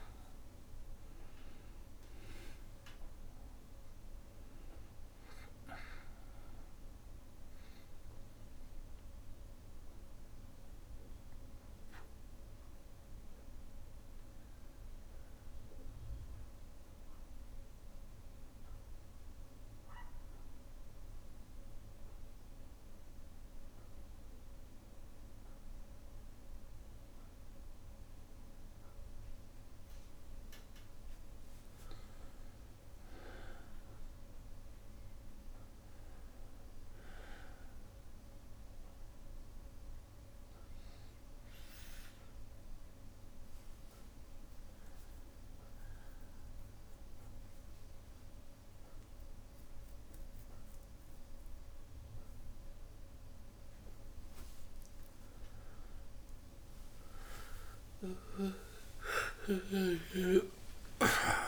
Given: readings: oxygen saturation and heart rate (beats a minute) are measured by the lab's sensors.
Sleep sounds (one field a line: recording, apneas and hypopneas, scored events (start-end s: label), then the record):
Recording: breathing in sleep by a room microphone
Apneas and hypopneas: 1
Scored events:
0.00-2.50 s: arousal
0.00-23.00 s: oxygen desaturation (device-marked, oxygen 90% lowest, heart rate 60 extreme)
10.00-29.50 s: obstructive apnea (oxygen 98% before, 90% lowest, heart rate 63 before, 60 extreme, up 4 after)
31.50-35.50 s: arousal
39.00-55.00 s: oxygen desaturation (device-marked, oxygen 99% before, 95% lowest, heart rate 61 before, 64 extreme)
44.50-46.50 s: long interval between heartbeats (device-marked, heart rate 62 before, 69 extreme)
46.50-48.50 s: long interval between heartbeats (device-marked, heart rate 63 before, 89 extreme)
50.00-61.48 s: new sleep stage, awake
54.50-56.50 s: long interval between heartbeats (device-marked, heart rate 72 before, 73 extreme)
From the record:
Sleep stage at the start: N2 (light sleep)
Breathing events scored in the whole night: 319 in 3.9 hours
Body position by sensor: on the back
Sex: male